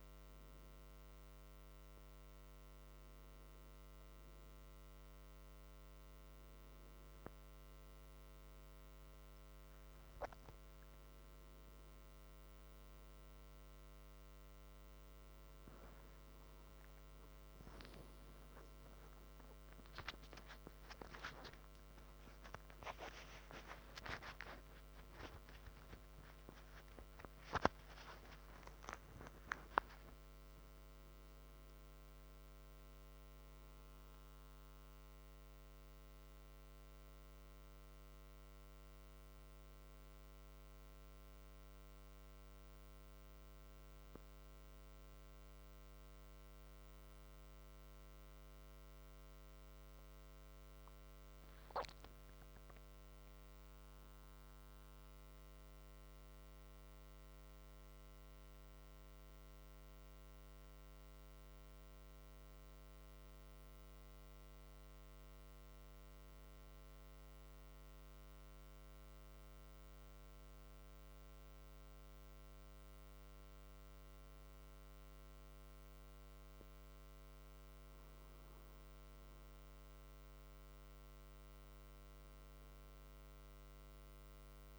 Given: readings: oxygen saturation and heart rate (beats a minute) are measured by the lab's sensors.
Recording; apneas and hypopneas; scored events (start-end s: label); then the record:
a person awake in a sleep study, by a microphone on the trachea; none
none scored
From the record:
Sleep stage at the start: awake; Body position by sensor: on the back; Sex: male